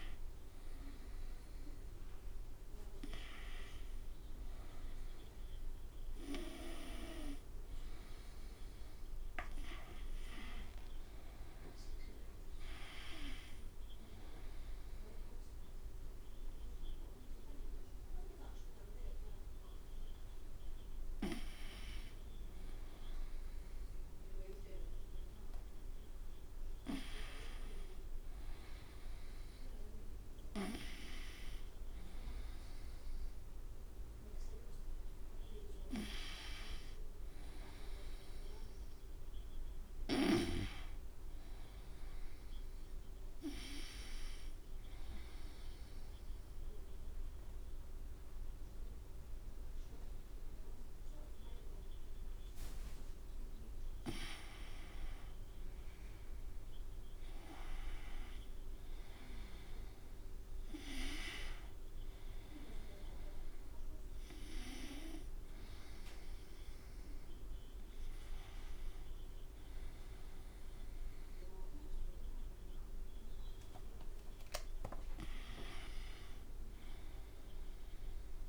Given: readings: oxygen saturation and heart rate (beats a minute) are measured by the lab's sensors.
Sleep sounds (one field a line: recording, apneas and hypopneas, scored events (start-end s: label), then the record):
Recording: a person partly awake in a sleep study, by a room microphone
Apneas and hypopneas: 1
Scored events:
2.50-32.50 s: new sleep stage, N1 (lightest sleep)
32.50-78.48 s: new sleep stage, N2 (light sleep)
46.00-56.00 s: obstructive apnea (oxygen 95% before, 92% lowest, heart rate 66 before, 62 extreme, up 8 after)
55.50-65.50 s: drop in pulse transit time (device-marked, heart rate 65 before, 65 extreme)
57.50-61.00 s: arousal
From the record:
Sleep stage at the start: awake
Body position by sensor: on the back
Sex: male